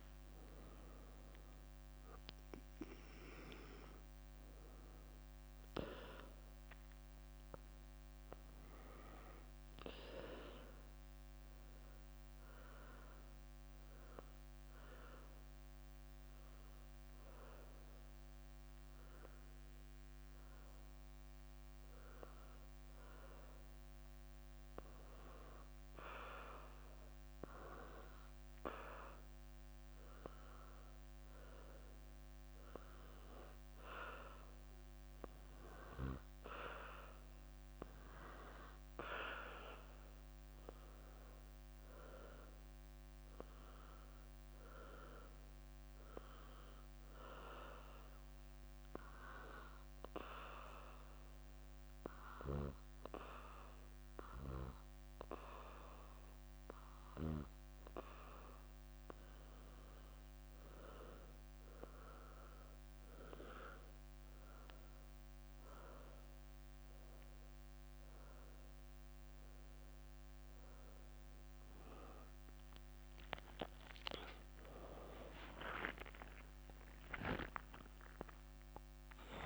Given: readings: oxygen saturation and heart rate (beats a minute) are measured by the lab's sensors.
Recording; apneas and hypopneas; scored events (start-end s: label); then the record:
a person partly awake in a sleep study, by a microphone on the trachea; 1
0.00-4.50 s: leg movement (device-marked)
7.00-12.50 s: leg movement (device-marked)
12.00-58.00 s: obstructive apnea (oxygen 100% before, 93% lowest, heart rate 91 before, 64 extreme, up 8 after)
16.00-76.00 s: new sleep stage, N2 (light sleep)
23.00-33.00 s: leg movement (device-marked)
34.50-37.50 s: leg movement (device-marked)
45.00-49.50 s: leg movement (device-marked)
56.50-60.50 s: leg movement (device-marked)
65.50-69.50 s: leg movement (device-marked)
66.00-79.46 s: oxygen desaturation (device-marked, oxygen 96% before, 93% lowest, heart rate 68 before, 68 extreme)
72.00-74.50 s: leg movement (device-marked)
74.50-78.50 s: leg movement (device-marked)
76.00-79.46 s: new sleep stage, awake
From the record:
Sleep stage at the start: awake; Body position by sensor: on the back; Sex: female